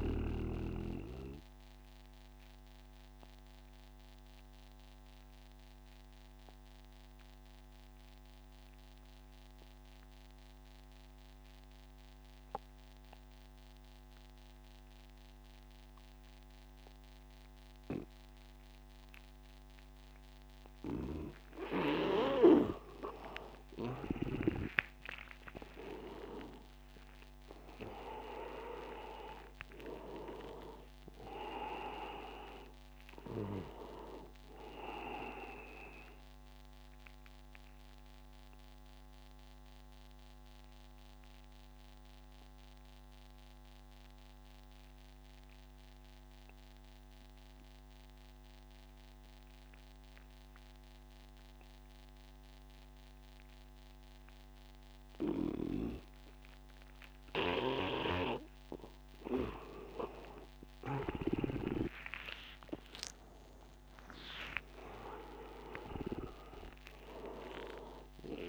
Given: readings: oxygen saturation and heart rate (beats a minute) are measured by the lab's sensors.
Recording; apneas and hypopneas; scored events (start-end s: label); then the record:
breathing in sleep by a microphone on the trachea; 2
0.00-4.50 s: oxygen desaturation (device-marked, oxygen 87% lowest, heart rate 86 extreme)
1.50-22.00 s: obstructive apnea (oxygen 98% before, 86% lowest, heart rate 90 before, 84 extreme, up 7 after)
18.50-45.50 s: oxygen desaturation (device-marked, oxygen 99% before, 87% lowest, heart rate 88 before, 84 extreme)
24.00-28.50 s: arousal
37.50-58.50 s: obstructive apnea (oxygen 99% before, 86% lowest, heart rate 90 before, 84 extreme, up 7 after)
60.00-64.00 s: arousal
62.50-68.49 s: oxygen desaturation (device-marked, oxygen 98% before, 86% lowest, heart rate 88 before, 85 extreme)
From the record:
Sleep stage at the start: N2 (light sleep); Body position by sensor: on the right side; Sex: male